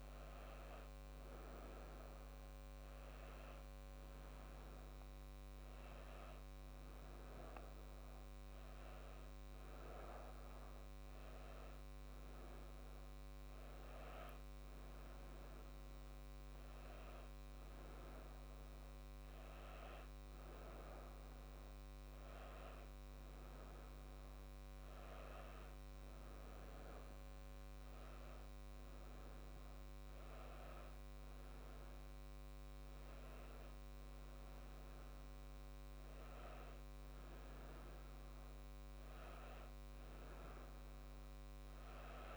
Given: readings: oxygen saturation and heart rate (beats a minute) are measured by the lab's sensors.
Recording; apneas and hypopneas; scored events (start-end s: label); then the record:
breathing in sleep, hard to hear, by a microphone on the trachea; none
none scored
From the record:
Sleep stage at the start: N1 (lightest sleep); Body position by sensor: on the back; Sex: female